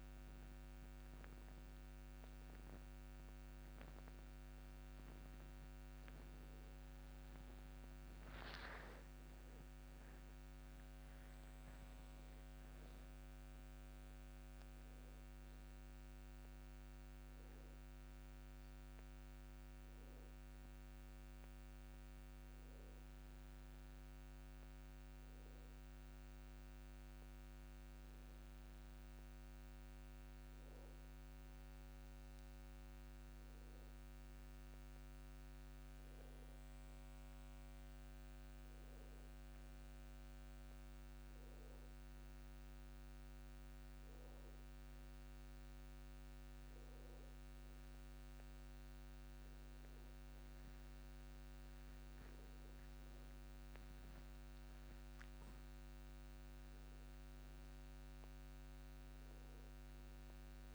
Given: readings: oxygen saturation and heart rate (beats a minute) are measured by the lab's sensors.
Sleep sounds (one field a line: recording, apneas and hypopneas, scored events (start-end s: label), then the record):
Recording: a person awake in a sleep study, hard to hear, by a microphone on the trachea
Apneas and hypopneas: none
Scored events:
none scored
From the record:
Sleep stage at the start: awake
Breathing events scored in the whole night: 122 in 4.2 hours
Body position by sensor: on the back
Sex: male